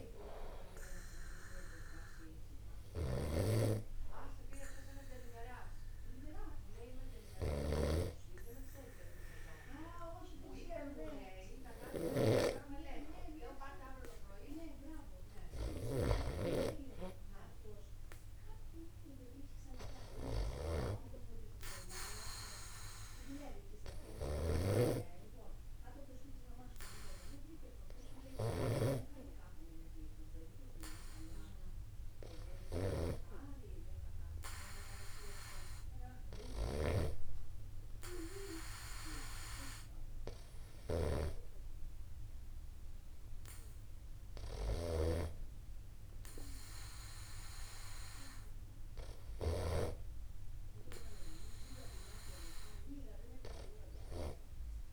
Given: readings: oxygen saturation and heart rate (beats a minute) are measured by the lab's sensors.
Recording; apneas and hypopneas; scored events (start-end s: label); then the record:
breathing in sleep by a room microphone; none
0.00-17.00 s: snoring (device-marked)
22.50-24.50 s: long interval between heartbeats (device-marked, heart rate 53 before, 70 extreme)
25.00-29.50 s: snoring (device-marked)
45.50-50.50 s: snoring (device-marked)
From the record:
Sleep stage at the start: N2 (light sleep); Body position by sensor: upright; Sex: male